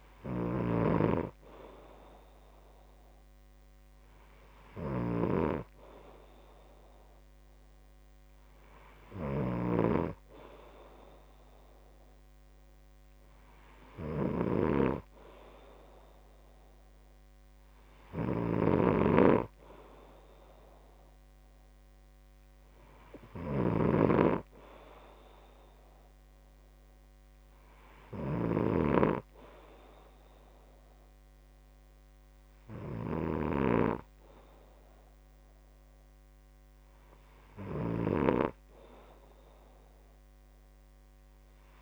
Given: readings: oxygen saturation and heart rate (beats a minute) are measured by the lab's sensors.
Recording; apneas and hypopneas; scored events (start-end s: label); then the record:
breathing in sleep by a microphone on the trachea; none
19.00-24.50 s: snoring (device-marked)
From the record:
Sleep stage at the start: N2 (light sleep); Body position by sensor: on the back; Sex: male